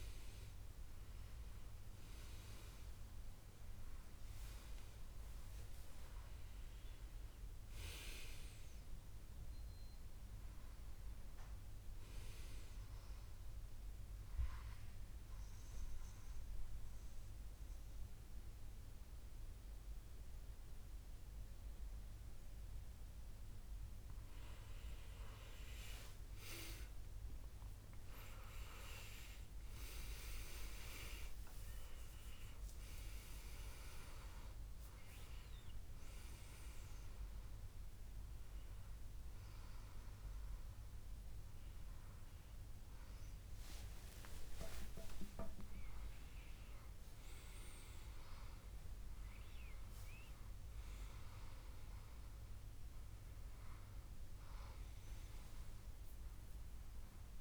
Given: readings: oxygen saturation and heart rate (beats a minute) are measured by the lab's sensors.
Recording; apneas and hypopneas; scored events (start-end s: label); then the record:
breathing in sleep by a room microphone; 1
12.50-23.50 s: obstructive apnea (oxygen 97% before, 93% lowest, heart rate 81 before, 67 extreme, up 14 after)
25.50-29.50 s: arousal
30.00-49.00 s: oxygen desaturation (device-marked, oxygen 97% before, 93% lowest, heart rate 73 before, 71 extreme)
From the record:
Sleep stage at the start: N1 (lightest sleep); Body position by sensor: on the back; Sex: male